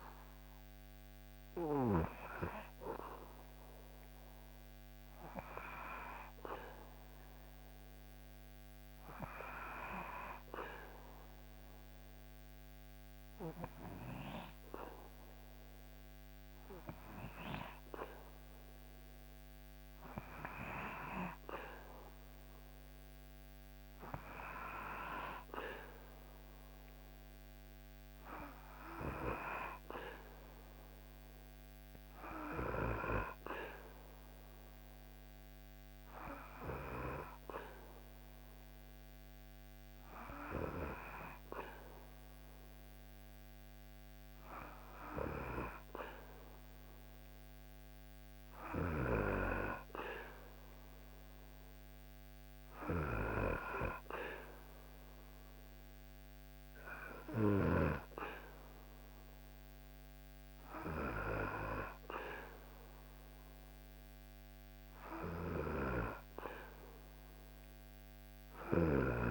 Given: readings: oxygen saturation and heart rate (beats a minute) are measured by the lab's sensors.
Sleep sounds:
breathing in sleep by a microphone on the trachea; 2
1.50-19.50 s: hypopnea (oxygen 98% before, 95% lowest, heart rate 69 before, 66 extreme, up 7 after)
23.00-28.50 s: arousal
35.50-45.50 s: obstructive apnea (oxygen 98% before, 95% lowest, heart rate 70 before, 65 extreme, up 6 after)
49.50-55.00 s: arousal
From the record:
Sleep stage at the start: N2 (light sleep); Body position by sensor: on the back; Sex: male

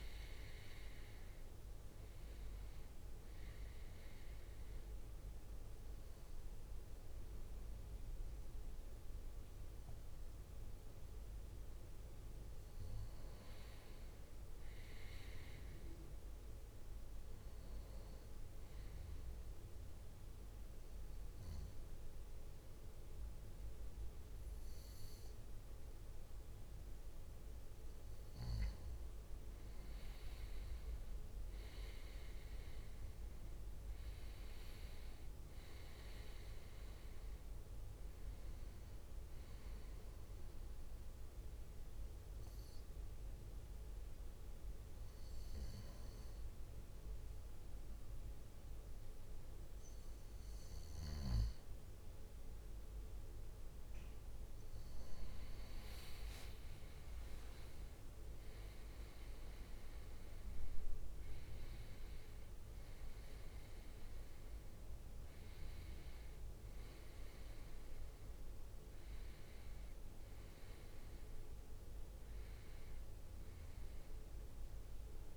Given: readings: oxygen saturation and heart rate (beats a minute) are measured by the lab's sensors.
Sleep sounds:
breathing in sleep, hard to hear, by a room microphone; 2
0.00-5.50 s: drop in pulse transit time (device-marked, heart rate 65 extreme)
0.00-13.50 s: oxygen desaturation (device-marked, oxygen 94% lowest, heart rate 60 extreme)
19.50-29.50 s: obstructive apnea (oxygen 98% before, 94% lowest, heart rate 64 before, 59 extreme, up 7 after)
33.00-37.00 s: arousal
41.00-51.00 s: obstructive apnea (oxygen 97% before, 94% lowest, heart rate 66 before, 60 extreme, up 6 after)
55.50-60.50 s: arousal
56.00-60.50 s: leg movement (device-marked)
59.50-75.37 s: oxygen desaturation (device-marked, oxygen 97% before, 94% lowest, heart rate 63 before, 55 extreme)
From the record:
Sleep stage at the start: N2 (light sleep); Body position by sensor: on the right side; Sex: male

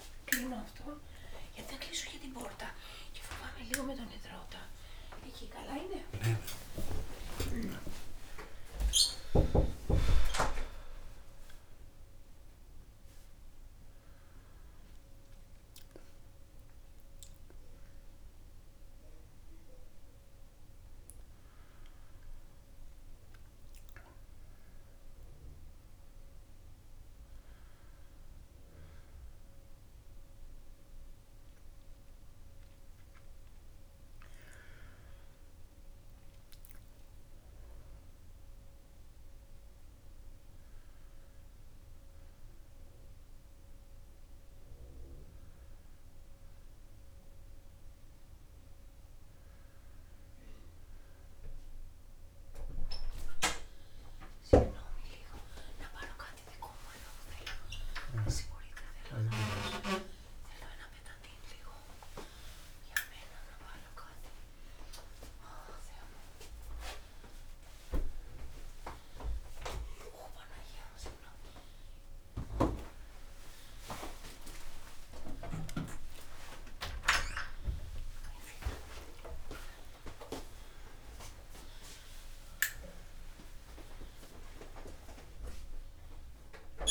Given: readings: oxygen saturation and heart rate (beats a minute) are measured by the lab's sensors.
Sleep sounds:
a person partly awake in a sleep study, by a room microphone; none
17.00-86.91 s: new sleep stage, N2 (light sleep)
From the record:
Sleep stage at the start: awake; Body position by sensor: on the back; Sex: male

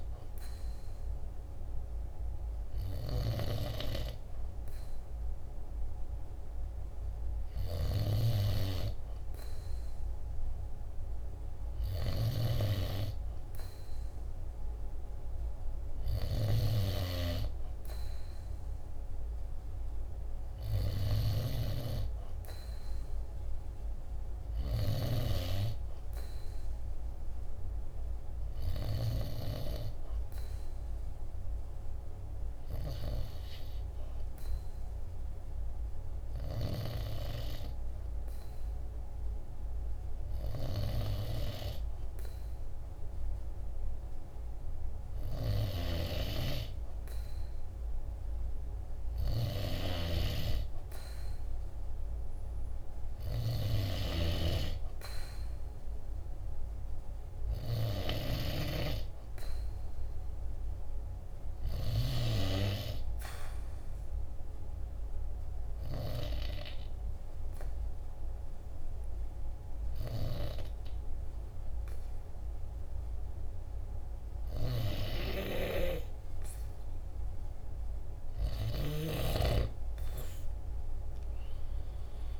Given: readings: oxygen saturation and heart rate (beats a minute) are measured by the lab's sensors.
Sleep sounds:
breathing in sleep by a room microphone; 1
7.00-12.00 s: snoring (device-marked)
20.00-24.50 s: snoring (device-marked)
62.00-76.00 s: obstructive apnea (oxygen 96% before, 95% lowest, heart rate 47 before, 46 extreme, up 5 after)
78.00-82.40 s: snoring (device-marked)
78.50-82.40 s: arousal
From the record:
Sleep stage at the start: N2 (light sleep); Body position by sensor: on the back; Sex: male

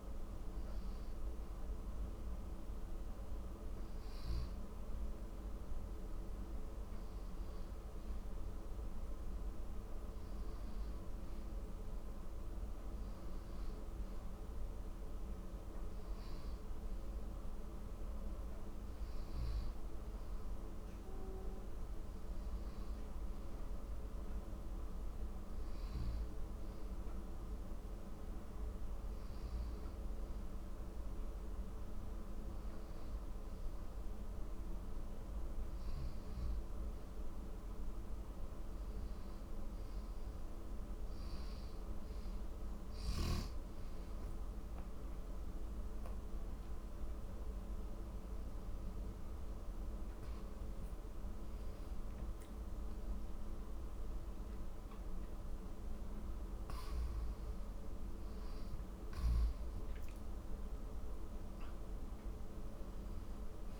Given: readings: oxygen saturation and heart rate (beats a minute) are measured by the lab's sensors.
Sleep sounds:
breathing in sleep, hard to hear, by a room microphone; none
56.50-61.00 s: arousal
From the record:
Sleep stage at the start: N1 (lightest sleep); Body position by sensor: on the back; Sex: male

